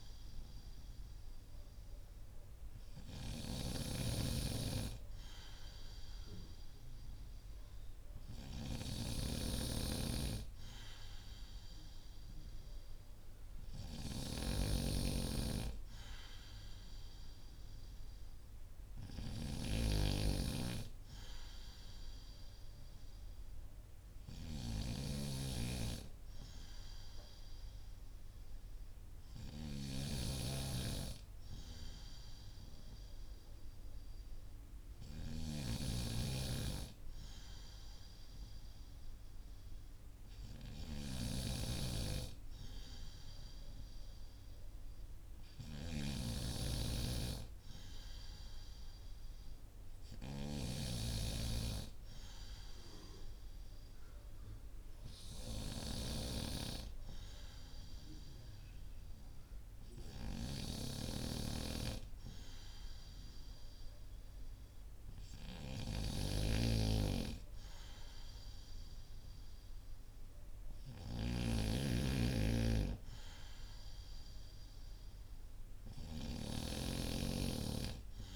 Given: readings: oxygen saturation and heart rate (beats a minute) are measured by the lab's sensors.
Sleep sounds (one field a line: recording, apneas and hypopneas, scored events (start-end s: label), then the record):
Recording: breathing in sleep by a room microphone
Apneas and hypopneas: none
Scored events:
3.00-50.50 s: snoring (device-marked)
60.50-76.50 s: snoring (device-marked)
From the record:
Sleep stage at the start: N2 (light sleep)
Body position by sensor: on the back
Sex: male